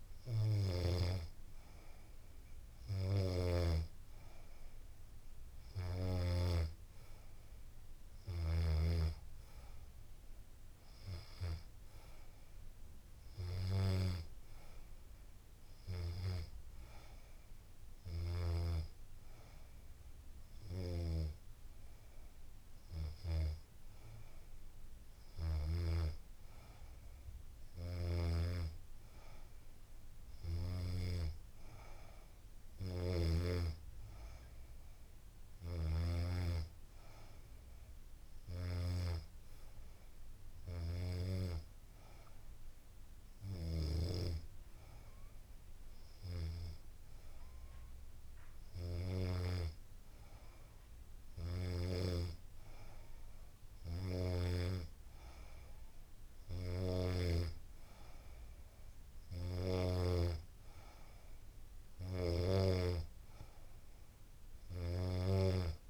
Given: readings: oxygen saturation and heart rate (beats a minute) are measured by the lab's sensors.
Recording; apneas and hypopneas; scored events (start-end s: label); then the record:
breathing in sleep by a room microphone; none
none scored
From the record:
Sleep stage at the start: N2 (light sleep); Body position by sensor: on the back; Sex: female